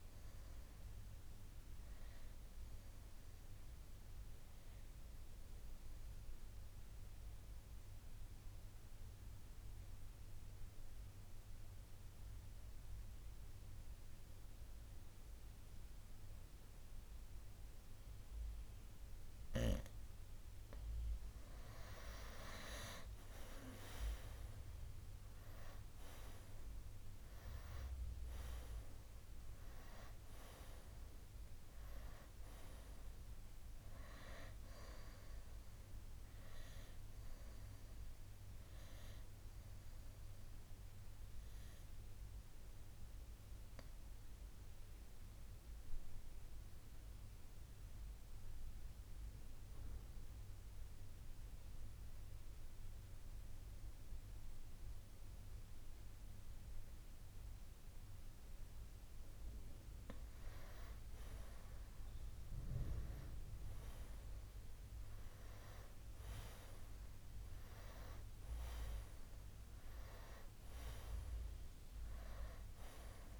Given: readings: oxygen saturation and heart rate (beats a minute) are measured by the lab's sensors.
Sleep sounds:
breathing in sleep by a room microphone; 2
4.50-20.00 s: obstructive apnea (oxygen 96% before, 91% lowest, heart rate 65 before, 56 extreme, up 10 after)
7.50-19.50 s: oxygen desaturation (device-marked, oxygen 95% before, 91% lowest, heart rate 64 before, 57 extreme)
22.50-28.00 s: arousal
40.50-59.00 s: obstructive apnea (oxygen 96% before, 90% lowest, heart rate 63 before, 57 extreme, up 9 after)
48.50-62.50 s: oxygen desaturation (device-marked, oxygen 96% before, 91% lowest, heart rate 61 before, 58 extreme)
62.50-67.50 s: arousal
From the record:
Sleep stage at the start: N2 (light sleep); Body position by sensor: on the right side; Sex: male

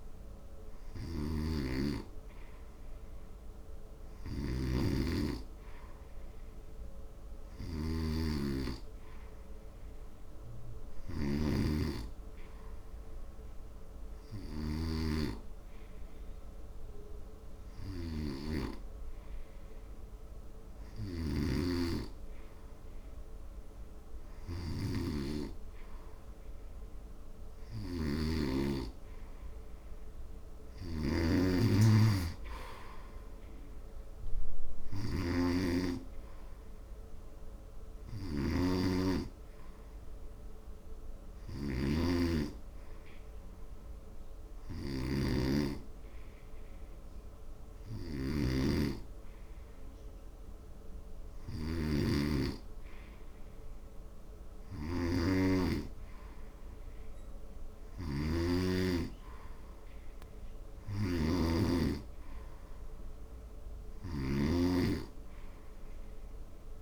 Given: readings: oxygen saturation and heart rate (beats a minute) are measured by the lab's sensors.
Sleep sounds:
breathing in sleep by a room microphone; none
38.00-42.00 s: snoring (device-marked)
58.00-61.50 s: snoring (device-marked)
From the record:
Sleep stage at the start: N2 (light sleep); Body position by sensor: on the front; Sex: male

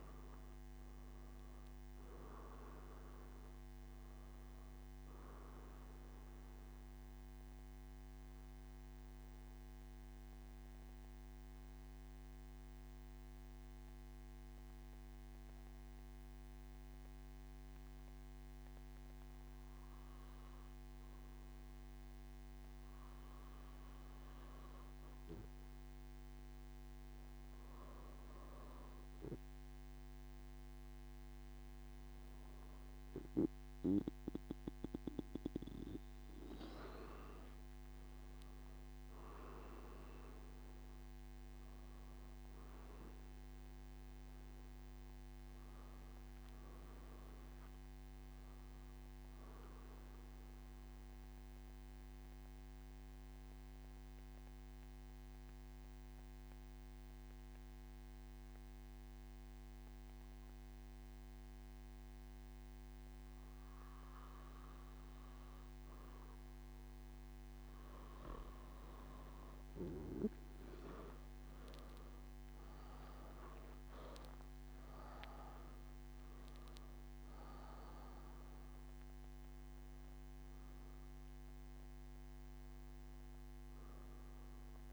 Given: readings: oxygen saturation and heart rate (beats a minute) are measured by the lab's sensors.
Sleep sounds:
breathing in sleep by a microphone on the trachea; none
0.00-10.00 s: oxygen desaturation (device-marked, oxygen 93% lowest, heart rate 74 extreme)
72.00-84.92 s: oxygen desaturation (device-marked, oxygen 98% before, 93% lowest, heart rate 124 before, 115 extreme)
From the record:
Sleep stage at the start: N3 (deep sleep); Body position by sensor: on the back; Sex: male

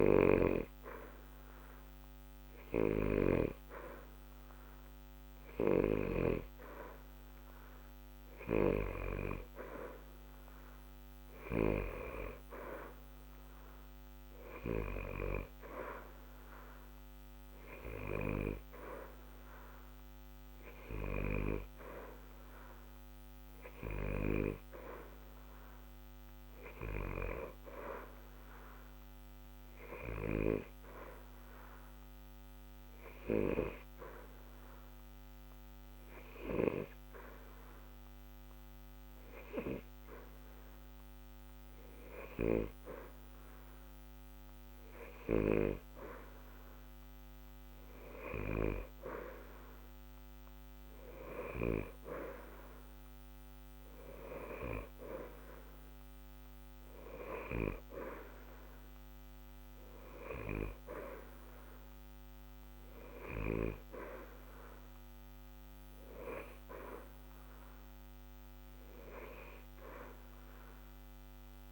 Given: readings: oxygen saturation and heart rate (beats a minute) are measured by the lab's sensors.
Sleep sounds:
breathing in sleep by a microphone on the trachea; 1
29.50-42.50 s: obstructive apnea (oxygen 89% before, 88% lowest, heart rate 60 before, 60 extreme, up 0 after)
46.50-50.00 s: arousal
From the record:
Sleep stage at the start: N2 (light sleep); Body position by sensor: on the back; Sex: male

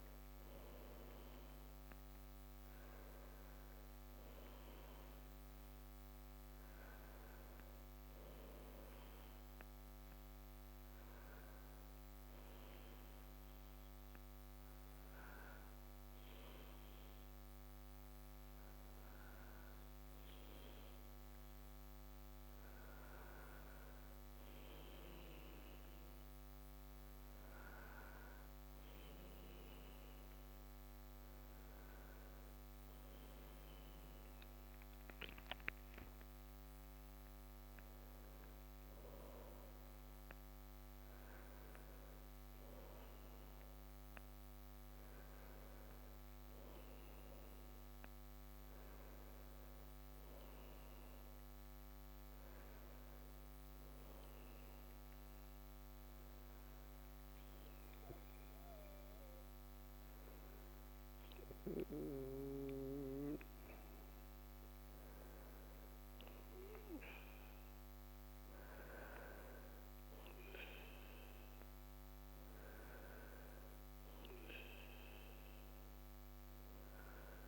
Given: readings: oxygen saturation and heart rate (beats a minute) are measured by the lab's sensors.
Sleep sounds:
breathing in sleep, hard to hear, by a microphone on the trachea; 1
46.00-49.50 s: arousal
53.00-65.50 s: hypopnea (oxygen 93% before, 91% lowest)
68.00-73.00 s: arousal
From the record:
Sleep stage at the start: N1 (lightest sleep); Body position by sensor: on the back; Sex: male

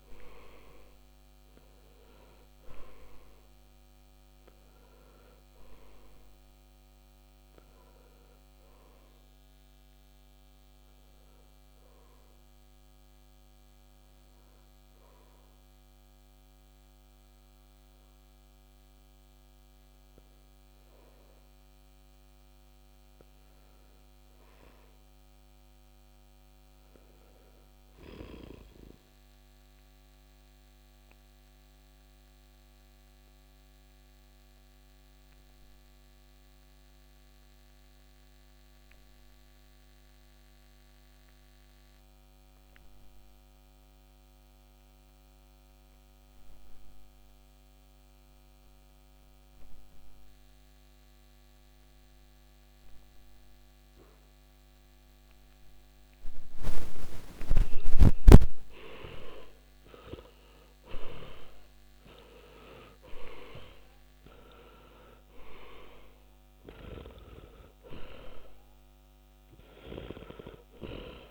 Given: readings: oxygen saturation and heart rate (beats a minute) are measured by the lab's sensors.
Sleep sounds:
breathing in sleep by a microphone on the trachea; 1
0.00-42.00 s: oxygen desaturation (device-marked, oxygen 75% lowest, heart rate 50 extreme)
25.00-71.31 s: new sleep stage, N2 (light sleep)
29.00-56.00 s: obstructive apnea (oxygen 91% before, 75% lowest, heart rate 54 before, 46 extreme, up 16 after)
58.00-63.00 s: arousal
From the record:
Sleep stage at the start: N1 (lightest sleep); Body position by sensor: on the back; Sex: male

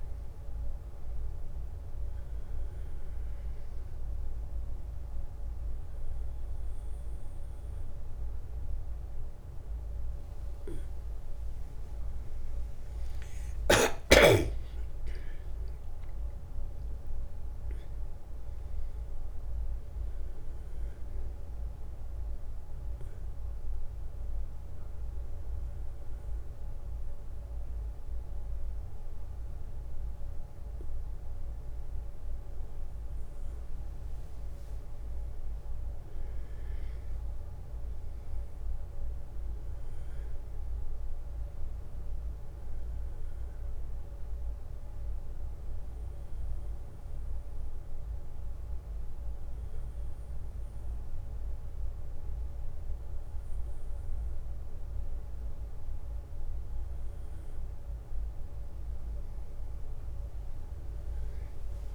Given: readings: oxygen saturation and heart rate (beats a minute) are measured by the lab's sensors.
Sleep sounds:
a person partly awake in a sleep study, hard to hear, by a room microphone; 1
20.00-61.95 s: new sleep stage, N1 (lightest sleep)
44.50-55.00 s: hypopnea (oxygen 97% before, 94% lowest, heart rate 71 before, 66 extreme, up 3 after)
57.50-61.50 s: arousal
From the record:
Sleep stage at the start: awake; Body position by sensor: on the back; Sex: male

